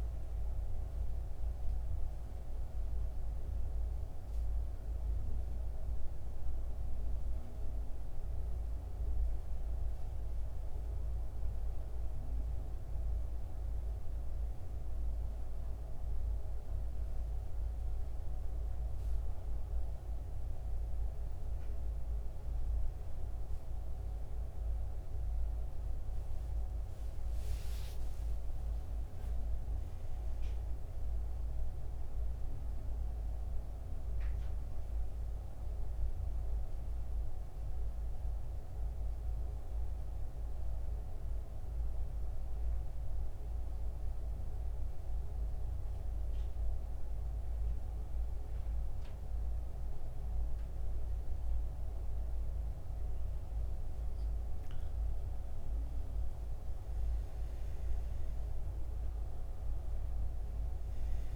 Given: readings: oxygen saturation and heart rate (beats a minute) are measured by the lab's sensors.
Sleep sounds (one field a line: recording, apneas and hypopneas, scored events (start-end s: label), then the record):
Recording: breathing in sleep, hard to hear, by a room microphone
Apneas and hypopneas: 1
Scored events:
8.50-61.36 s: new sleep stage, N2 (light sleep)
26.50-31.00 s: arousal
43.00-53.00 s: central apnea (oxygen 92% before, 87% lowest, heart rate 74 before, 66 extreme, up 13 after)
55.50-59.50 s: arousal
From the record:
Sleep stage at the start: N1 (lightest sleep)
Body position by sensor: on the back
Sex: male